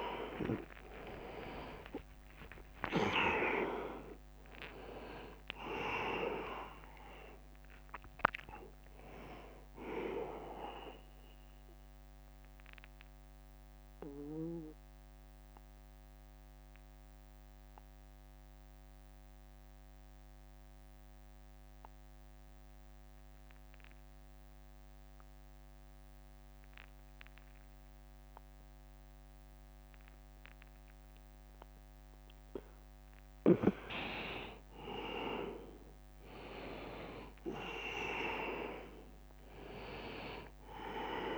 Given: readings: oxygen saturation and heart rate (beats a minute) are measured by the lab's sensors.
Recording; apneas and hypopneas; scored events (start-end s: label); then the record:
breathing in sleep by a microphone on the trachea; 1
0.00-2.00 s: arousal
0.00-11.50 s: drop in pulse transit time (device-marked, heart rate 71 extreme)
0.00-24.50 s: oxygen desaturation (device-marked, oxygen 84% lowest, heart rate 71 extreme)
2.00-4.00 s: long interval between heartbeats (device-marked, heart rate 79 before, 79 extreme)
11.00-33.00 s: mixed apnea (oxygen 99% before, 84% lowest, heart rate 80 before, 70 extreme, up 15 after)
35.00-38.50 s: arousal
37.50-41.38 s: drop in pulse transit time (device-marked, heart rate 81 before, 76 extreme)
39.50-41.38 s: oxygen desaturation (device-marked, oxygen 100% before, 88% lowest, heart rate 82 before, 70 extreme)
From the record:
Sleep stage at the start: N2 (light sleep); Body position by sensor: on the back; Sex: male